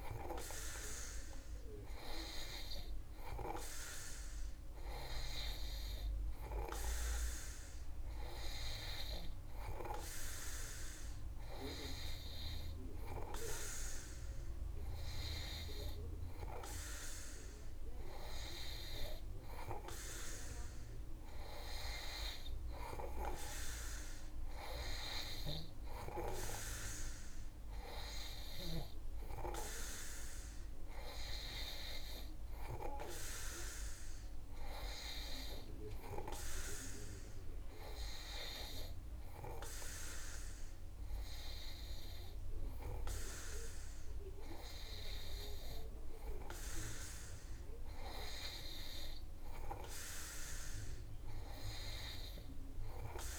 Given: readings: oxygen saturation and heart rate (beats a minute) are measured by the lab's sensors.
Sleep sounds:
breathing in sleep by a room microphone; none
none scored
From the record:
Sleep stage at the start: N2 (light sleep); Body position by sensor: on the back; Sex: male

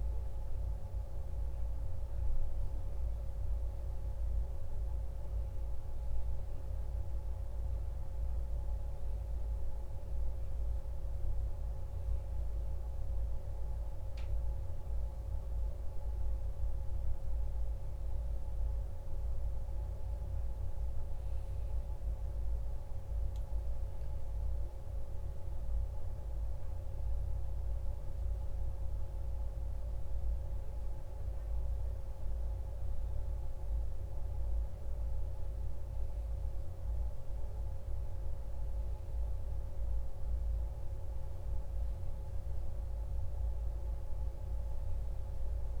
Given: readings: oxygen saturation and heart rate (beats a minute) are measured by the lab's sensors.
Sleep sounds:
breathing in sleep, hard to hear, by a room microphone; none
none scored
From the record:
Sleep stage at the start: N1 (lightest sleep); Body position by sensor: on the back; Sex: male

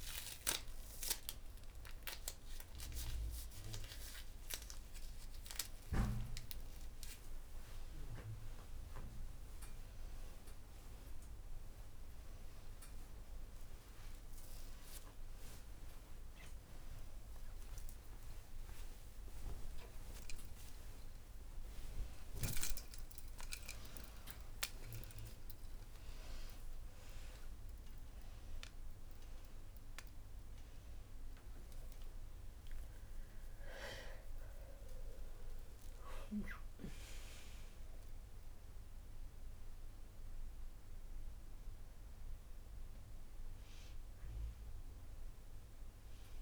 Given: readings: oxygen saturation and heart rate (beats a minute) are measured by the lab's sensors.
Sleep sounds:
a person awake in a sleep study, by a room microphone; none
13.50-17.50 s: oxygen desaturation (device-marked, oxygen 97% before, 92% lowest, heart rate 49 before, 93 extreme)
19.50-26.50 s: tachycardia (device-marked, heart rate 80 before, 114 extreme)
From the record:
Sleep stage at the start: awake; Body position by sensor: upright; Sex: female

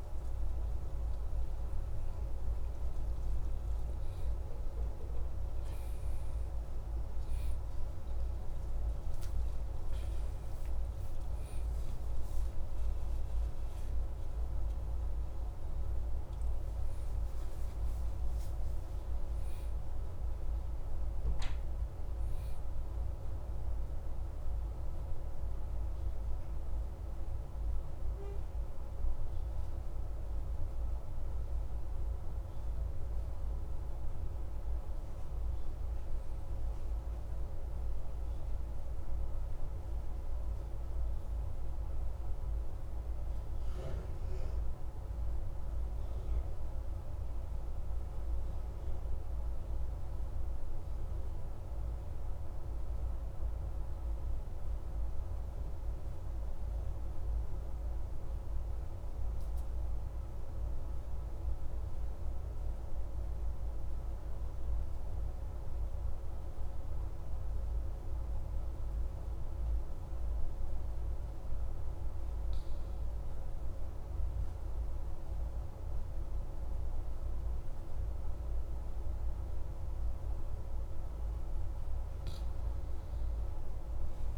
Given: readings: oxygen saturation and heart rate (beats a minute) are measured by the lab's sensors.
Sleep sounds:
breathing in sleep, hard to hear, by a room microphone; 1
0.00-6.00 s: arousal
0.00-10.50 s: oxygen desaturation (device-marked, oxygen 92% lowest)
44.50-48.50 s: arousal
51.00-71.50 s: mixed apnea (oxygen 98% before, 94% lowest)
59.50-84.38 s: new sleep stage, N2 (light sleep)
74.50-80.50 s: arousal
From the record:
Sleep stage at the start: N1 (lightest sleep); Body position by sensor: on the back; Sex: male

